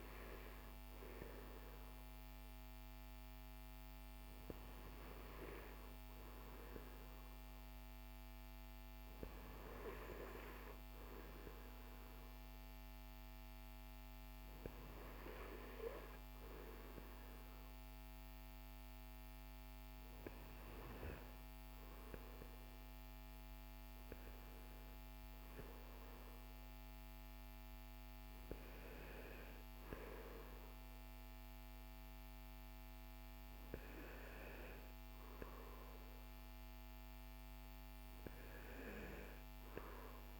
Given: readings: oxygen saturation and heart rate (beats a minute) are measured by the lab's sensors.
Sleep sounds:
breathing in sleep by a microphone on the trachea; none
none scored
From the record:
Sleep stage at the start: N2 (light sleep); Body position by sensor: on the right side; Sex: male

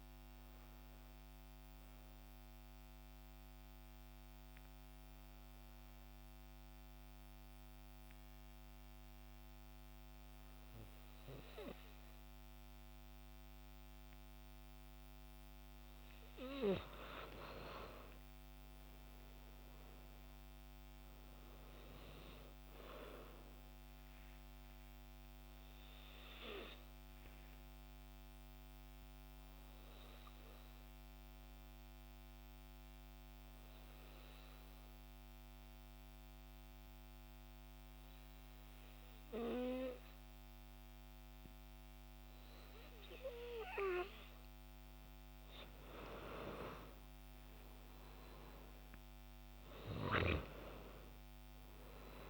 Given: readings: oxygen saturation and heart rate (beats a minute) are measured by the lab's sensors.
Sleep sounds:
breathing in sleep by a microphone on the trachea; 2
0.00-10.50 s: oxygen desaturation (device-marked, oxygen 90% lowest, heart rate 53 extreme)
2.50-15.50 s: hypopnea (oxygen 96% before, 90% lowest, heart rate 85 before, 53 extreme, up 21 after)
17.50-22.50 s: arousal
25.50-48.50 s: oxygen desaturation (device-marked, oxygen 97% before, 92% lowest, heart rate 58 before, 53 extreme)
32.00-43.00 s: obstructive apnea (oxygen 97% before, 91% lowest, heart rate 61 before, 54 extreme, up 10 after)
48.00-52.00 s: arousal
From the record:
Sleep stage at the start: N2 (light sleep); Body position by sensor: on the back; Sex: female

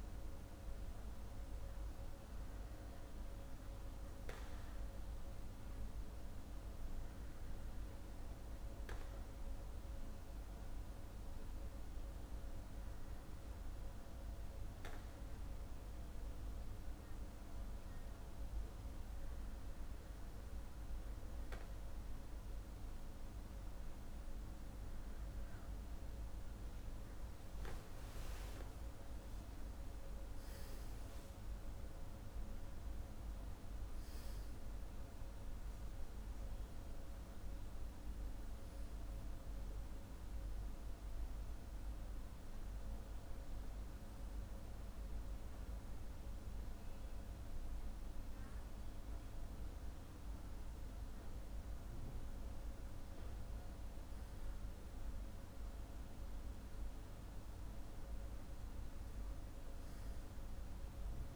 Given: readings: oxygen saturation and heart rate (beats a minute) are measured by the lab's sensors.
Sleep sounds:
breathing in sleep, hard to hear, by a room microphone; none
none scored
From the record:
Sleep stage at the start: N2 (light sleep); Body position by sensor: on the back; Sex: male

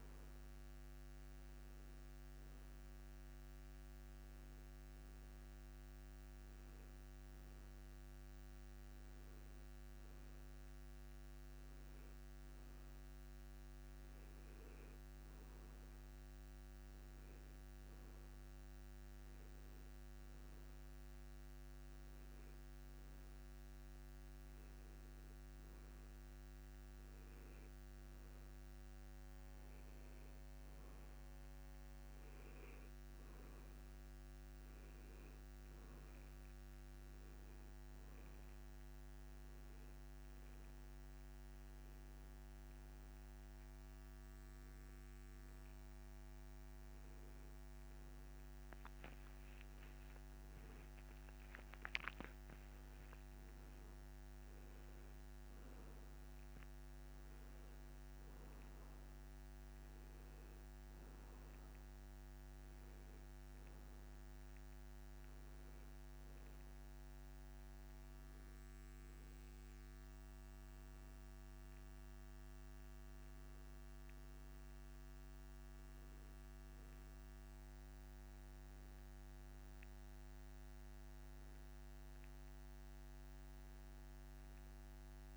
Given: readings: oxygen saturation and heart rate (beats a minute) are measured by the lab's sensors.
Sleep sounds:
a person awake in a sleep study, hard to hear, by a microphone on the trachea; none
54.00-84.00 s: new sleep stage, N1 (lightest sleep)
84.00-85.37 s: new sleep stage, N2 (light sleep)
From the record:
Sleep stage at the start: awake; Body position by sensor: on the back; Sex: male

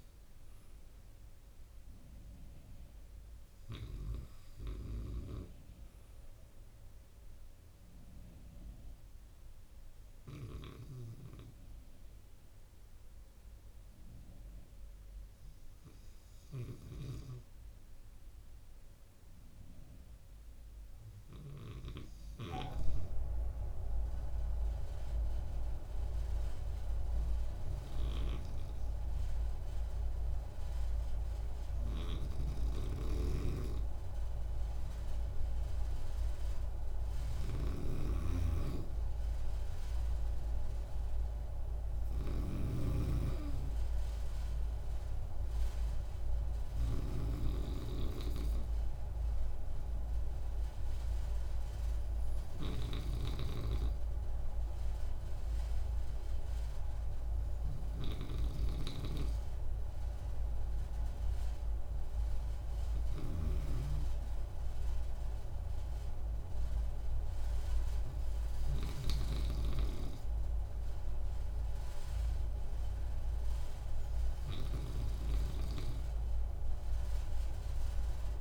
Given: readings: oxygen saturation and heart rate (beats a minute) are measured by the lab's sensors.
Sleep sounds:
breathing in sleep by a room microphone; 1
4.50-8.00 s: arousal
11.00-35.50 s: hypopnea (oxygen 98% before, 95% lowest)
32.00-78.41 s: snoring (device-marked)
37.50-42.00 s: arousal
From the record:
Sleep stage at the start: N2 (light sleep); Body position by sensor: on the right side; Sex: male

